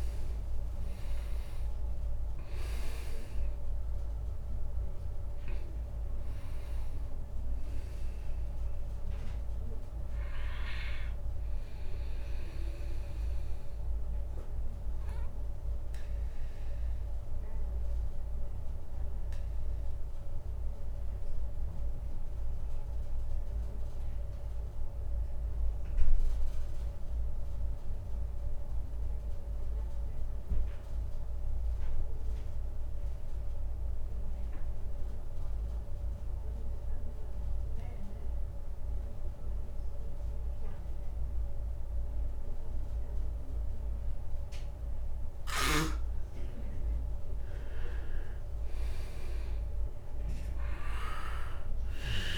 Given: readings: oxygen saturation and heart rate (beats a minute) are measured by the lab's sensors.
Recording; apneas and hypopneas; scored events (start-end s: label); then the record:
breathing in sleep by a room microphone; 1
0.00-4.50 s: arousal
0.00-27.50 s: oxygen desaturation (device-marked, oxygen 86% lowest, heart rate 31 extreme)
13.50-45.50 s: obstructive apnea (oxygen 98% before, 86% lowest, heart rate 62 before, 40 extreme, up 14 after)
45.50-52.38 s: oxygen desaturation (device-marked, oxygen 99% before, 89% lowest, heart rate 56 before, 27 extreme)
47.00-51.00 s: arousal
From the record:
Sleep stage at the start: N2 (light sleep); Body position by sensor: on the back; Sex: male